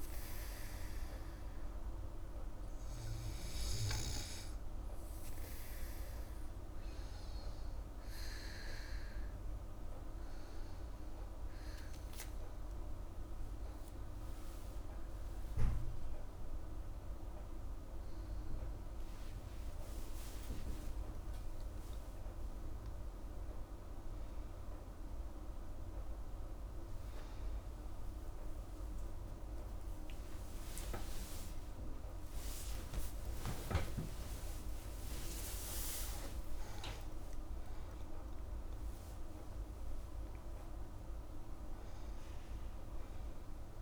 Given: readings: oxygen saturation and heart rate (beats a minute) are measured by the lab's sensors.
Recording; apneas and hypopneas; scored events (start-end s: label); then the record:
breathing in sleep, hard to hear, by a room microphone; none
14.50-19.00 s: arousal
22.00-43.82 s: new sleep stage, N2 (light sleep)
30.00-36.00 s: arousal
From the record:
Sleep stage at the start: N3 (deep sleep); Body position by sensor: on the back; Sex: female